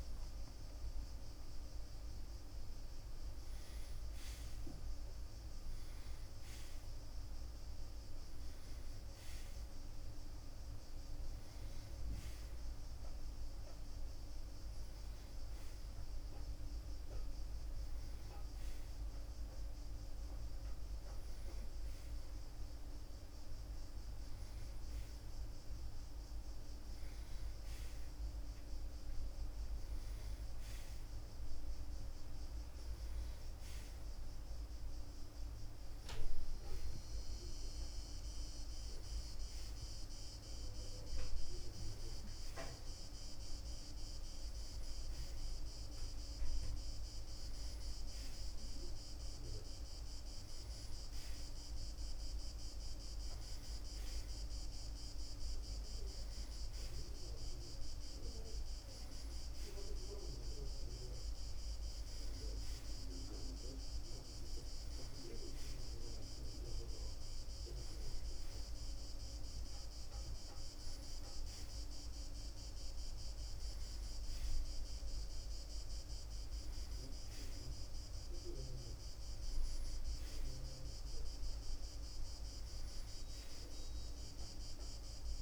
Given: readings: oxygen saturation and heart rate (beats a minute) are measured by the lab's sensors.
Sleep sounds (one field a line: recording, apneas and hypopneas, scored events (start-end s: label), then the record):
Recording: breathing in sleep, hard to hear, by a room microphone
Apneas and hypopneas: none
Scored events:
31.50-45.50 s: oxygen desaturation (device-marked, oxygen 89% before, 86% lowest, heart rate 51 before, 57 extreme)
From the record:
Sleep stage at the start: N1 (lightest sleep)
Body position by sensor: on the right side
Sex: male